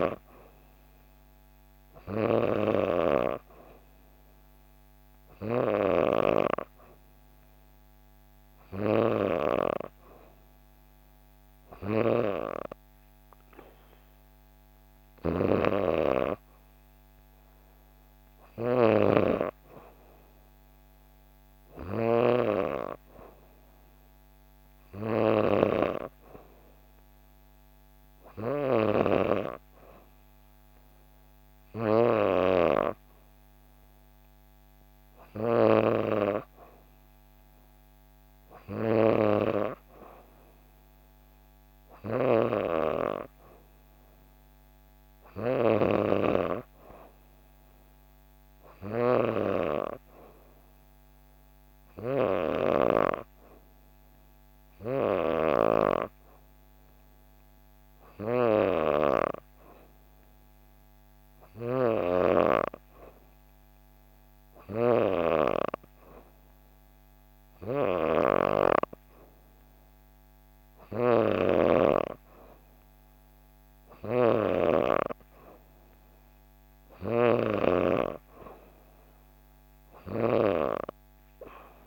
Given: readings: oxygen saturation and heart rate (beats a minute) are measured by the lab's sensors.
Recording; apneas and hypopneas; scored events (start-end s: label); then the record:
breathing in sleep by a microphone on the trachea; none
1.00-15.00 s: oxygen desaturation (device-marked, oxygen 94% before, 90% lowest, heart rate 65 before, 64 extreme)
14.50-22.00 s: snoring (device-marked)
41.50-45.50 s: snoring (device-marked)
52.00-55.50 s: snoring (device-marked)
61.50-77.00 s: snoring (device-marked)
From the record:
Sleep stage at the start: N3 (deep sleep); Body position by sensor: on the back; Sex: female